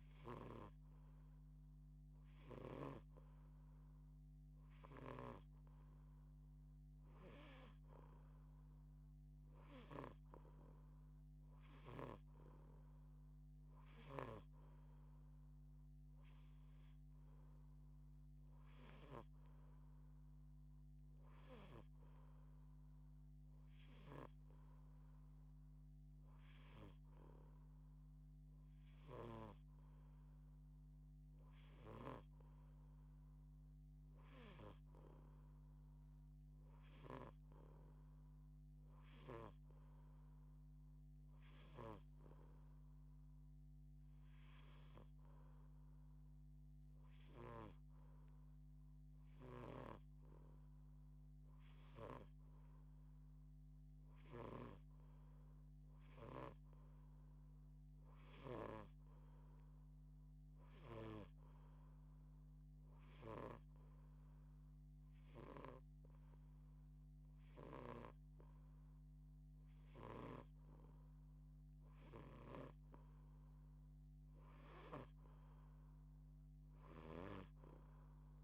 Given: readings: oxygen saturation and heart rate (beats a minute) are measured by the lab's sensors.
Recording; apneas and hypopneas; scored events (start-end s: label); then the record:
breathing in sleep by a microphone on the trachea; 1
4.50-9.50 s: snoring (device-marked)
18.50-29.00 s: snoring (device-marked)
31.00-47.00 s: snoring (device-marked)
54.00-58.00 s: snoring (device-marked)
57.00-61.00 s: arousal
63.50-73.50 s: hypopnea (oxygen 88% before, 85% lowest, heart rate 139 before, 155 extreme, up 48 after)
65.00-70.00 s: snoring (device-marked)
72.00-77.00 s: snoring (device-marked)
75.00-78.44 s: arousal
From the record:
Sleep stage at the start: N2 (light sleep); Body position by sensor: on the back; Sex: female